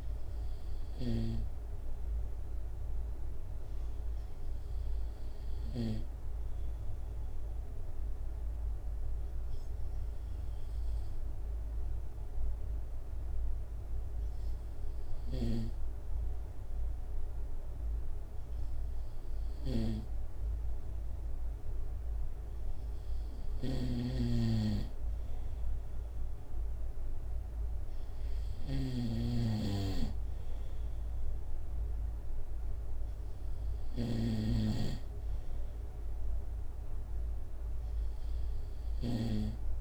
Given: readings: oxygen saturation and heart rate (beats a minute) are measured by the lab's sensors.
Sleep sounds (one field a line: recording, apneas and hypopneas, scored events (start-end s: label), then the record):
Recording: breathing in sleep by a room microphone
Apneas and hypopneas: 1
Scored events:
0.00-1.50 s: snoring (device-marked)
4.50-19.50 s: obstructive apnea (oxygen 95% before, 94% lowest, heart rate 70 before, 69 extreme, up 1 after)
21.50-24.50 s: arousal
23.50-39.50 s: snoring (device-marked)
From the record:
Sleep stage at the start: N2 (light sleep)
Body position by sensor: on the right side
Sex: male